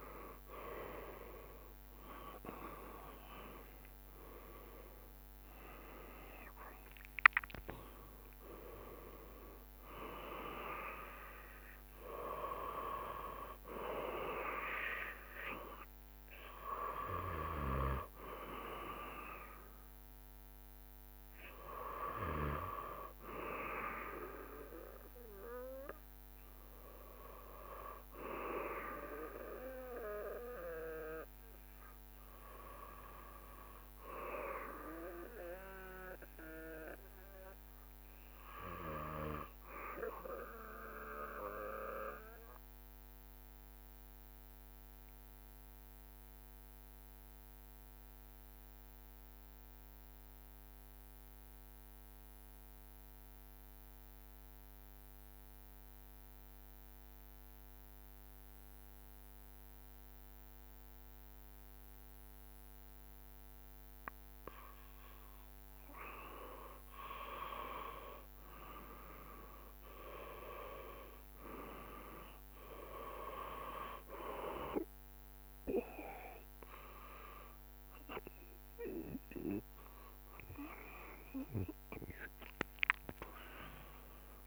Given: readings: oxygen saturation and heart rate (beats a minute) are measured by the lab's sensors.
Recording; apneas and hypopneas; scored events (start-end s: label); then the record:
breathing in sleep by a microphone on the trachea; 1
0.00-4.00 s: arousal
0.00-28.00 s: oxygen desaturation (device-marked, oxygen 81% lowest, heart rate 67 extreme)
2.00-18.00 s: drop in pulse transit time (device-marked, heart rate 71 before, 81 extreme)
31.50-66.00 s: obstructive apnea (oxygen 98% before, 92% lowest, heart rate 83 before, 68 extreme, up 7 after)
61.00-84.47 s: oxygen desaturation (device-marked, oxygen 97% before, 92% lowest, heart rate 70 before, 68 extreme)
71.00-75.00 s: arousal
72.00-84.47 s: drop in pulse transit time (device-marked, heart rate 71 before, 73 extreme)
From the record:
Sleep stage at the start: N2 (light sleep); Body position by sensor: on the back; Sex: male